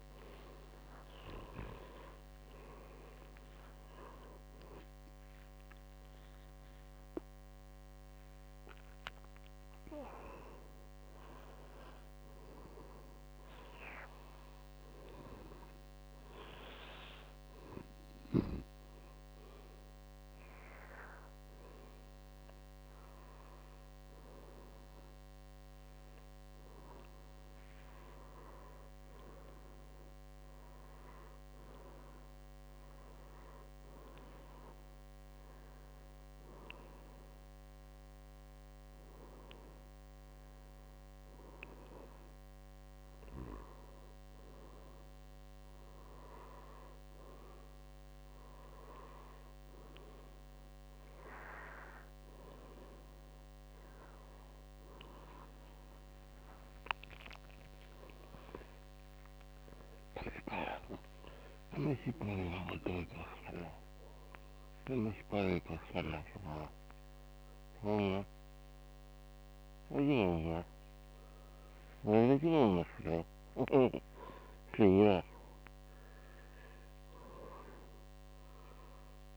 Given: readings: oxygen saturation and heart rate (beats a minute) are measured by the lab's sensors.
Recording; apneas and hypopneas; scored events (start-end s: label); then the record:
a person awake in a sleep study, by a microphone on the trachea; 1
22.50-52.50 s: new sleep stage, N1 (lightest sleep)
33.50-44.50 s: hypopnea (oxygen 98% before, 92% lowest, heart rate 91 before, 82 extreme, up 2 after)
52.50-79.37 s: new sleep stage, awake
61.50-63.50 s: long interval between heartbeats (device-marked, heart rate 84 before, 98 extreme)
From the record:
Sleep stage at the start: awake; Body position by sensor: on the back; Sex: male